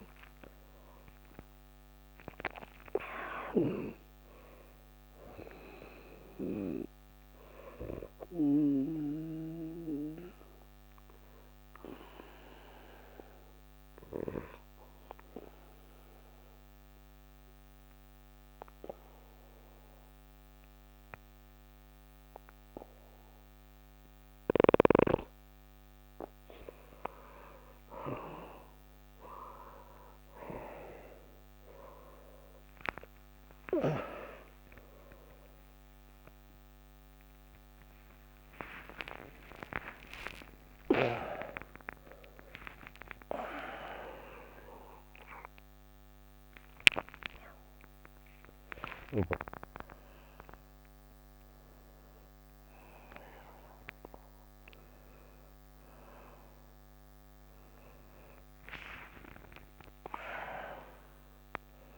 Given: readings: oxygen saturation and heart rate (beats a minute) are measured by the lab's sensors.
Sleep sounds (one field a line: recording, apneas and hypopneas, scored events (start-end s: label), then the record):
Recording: a person partly awake in a sleep study, by a microphone on the trachea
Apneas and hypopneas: 1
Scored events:
0.00-3.00 s: arousal
0.00-19.50 s: oxygen desaturation (device-marked, oxygen 86% lowest, heart rate 66 extreme)
10.00-26.50 s: obstructive apnea (oxygen 95% before, 86% lowest, heart rate 69 before, 58 extreme, up 50 after)
32.50-58.50 s: oxygen desaturation (device-marked, oxygen 96% before, 86% lowest)
39.50-61.98 s: new sleep stage, awake
From the record:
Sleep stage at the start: N2 (light sleep)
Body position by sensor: on the back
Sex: male